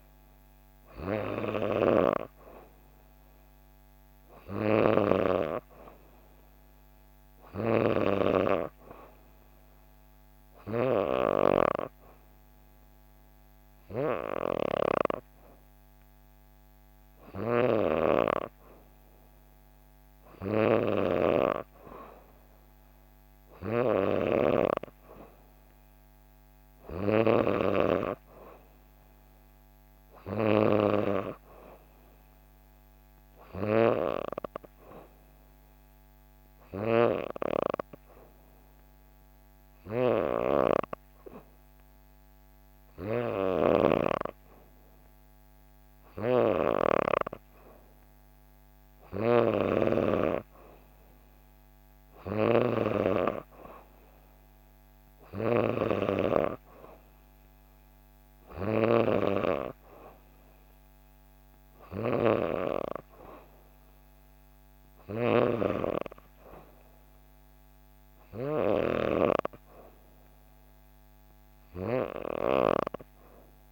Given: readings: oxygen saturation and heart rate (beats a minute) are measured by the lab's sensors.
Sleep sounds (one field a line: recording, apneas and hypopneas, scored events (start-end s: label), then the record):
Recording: breathing in sleep by a microphone on the trachea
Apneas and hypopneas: 1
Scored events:
14.00-17.50 s: snoring (device-marked)
36.00-47.50 s: hypopnea (oxygen 93% before, 91% lowest, heart rate 65 before, 65 extreme, up 1 after)
43.00-52.50 s: snoring (device-marked)
50.00-53.00 s: arousal
From the record:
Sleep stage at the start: N3 (deep sleep)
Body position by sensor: on the back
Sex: female